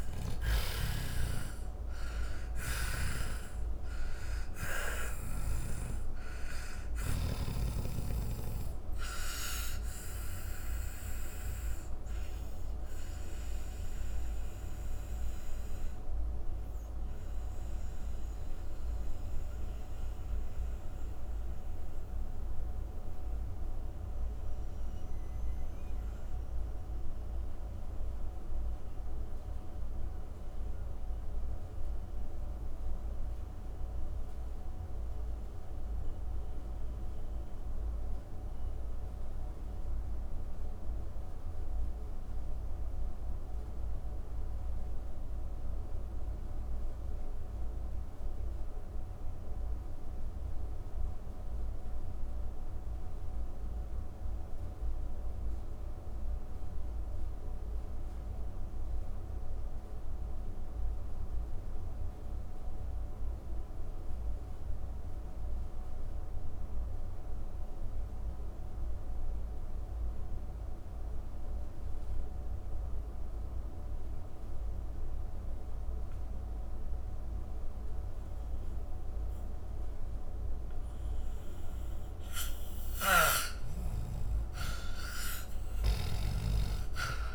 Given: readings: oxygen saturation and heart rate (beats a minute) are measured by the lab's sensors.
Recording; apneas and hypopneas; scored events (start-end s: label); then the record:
breathing in sleep by a room microphone; 1
0.00-41.50 s: oxygen desaturation (device-marked, oxygen 78% lowest, heart rate 64 extreme)
10.50-82.50 s: mixed apnea (oxygen 97% before, 78% lowest)
68.50-87.35 s: oxygen desaturation (device-marked, oxygen 98% before, 82% lowest, heart rate 106 before, 41 extreme)
83.50-87.35 s: arousal
From the record:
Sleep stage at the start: N2 (light sleep); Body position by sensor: on the back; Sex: male